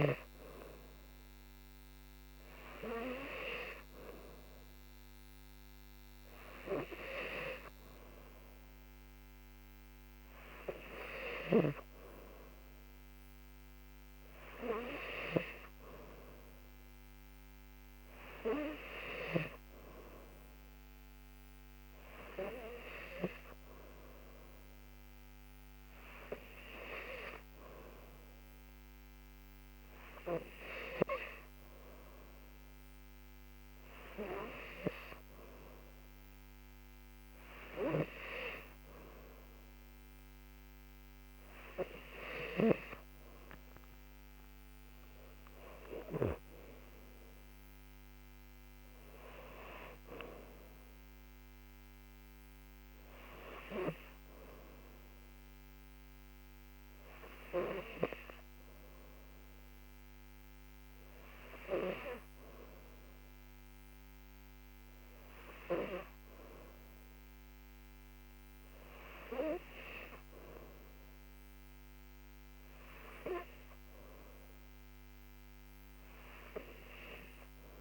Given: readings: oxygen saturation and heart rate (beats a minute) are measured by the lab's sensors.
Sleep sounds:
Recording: breathing in sleep by a microphone on the trachea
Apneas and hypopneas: none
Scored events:
none scored
From the record:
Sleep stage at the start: N3 (deep sleep)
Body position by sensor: on the back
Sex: female

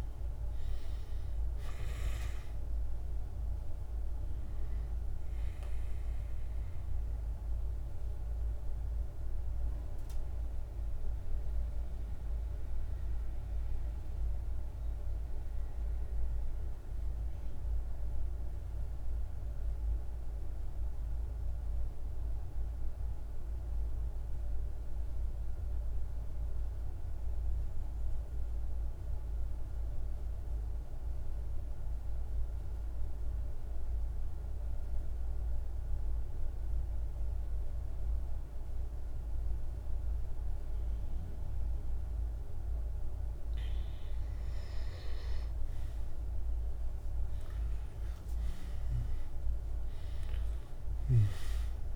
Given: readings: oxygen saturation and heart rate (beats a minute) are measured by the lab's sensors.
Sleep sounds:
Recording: breathing in sleep, hard to hear, by a room microphone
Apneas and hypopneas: 1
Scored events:
0.00-16.50 s: oxygen desaturation (device-marked, oxygen 86% lowest, heart rate 47 extreme)
5.00-43.00 s: mixed apnea (oxygen 98% before, 86% lowest, heart rate 54 before, 47 extreme, up 4 after)
36.50-51.96 s: oxygen desaturation (device-marked, oxygen 99% before, 88% lowest, heart rate 49 before, 47 extreme)
46.00-49.00 s: arousal
50.00-51.96 s: snoring (device-marked)
From the record:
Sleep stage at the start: N2 (light sleep)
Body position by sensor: on the back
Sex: male

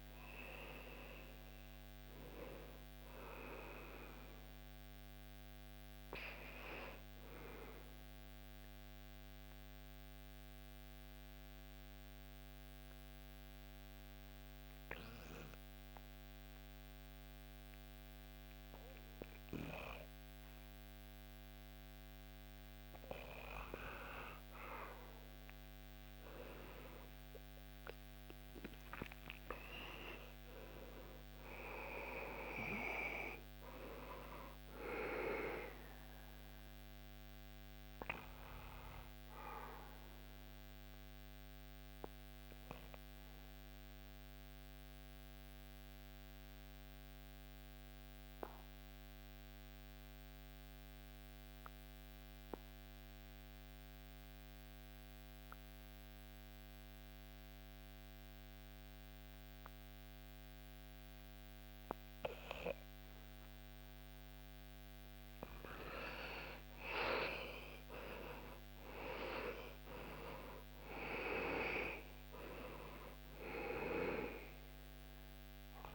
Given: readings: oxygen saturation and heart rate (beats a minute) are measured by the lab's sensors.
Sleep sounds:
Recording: breathing in sleep by a microphone on the trachea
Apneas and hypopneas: 2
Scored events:
0.00-24.00 s: oxygen desaturation (device-marked, oxygen 77% lowest, heart rate 65 extreme)
8.50-23.50 s: mixed apnea (oxygen 99% before, 77% lowest, heart rate 83 before, 65 extreme, up 16 after)
25.50-29.00 s: arousal
35.50-64.00 s: obstructive apnea (oxygen 100% before, 90% lowest, heart rate 84 before, 64 extreme, up 21 after)
66.50-70.00 s: arousal
From the record:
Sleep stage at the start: N2 (light sleep)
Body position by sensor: on the back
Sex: male

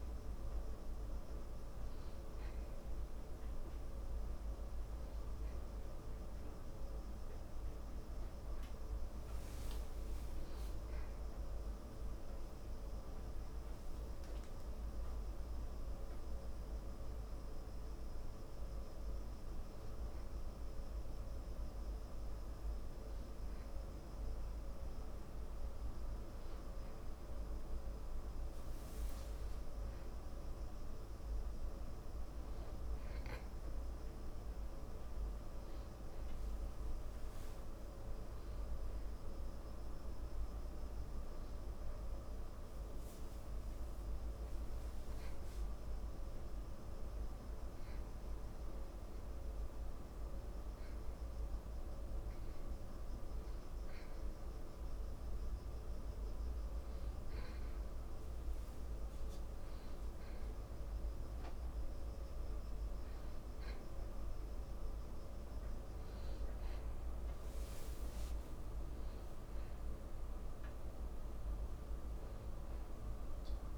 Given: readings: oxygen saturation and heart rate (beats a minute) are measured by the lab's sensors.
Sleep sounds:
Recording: breathing in sleep, hard to hear, by a room microphone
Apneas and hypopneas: none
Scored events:
64.00-68.50 s: arousal
From the record:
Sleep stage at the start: N1 (lightest sleep)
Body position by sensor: on the back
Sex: male

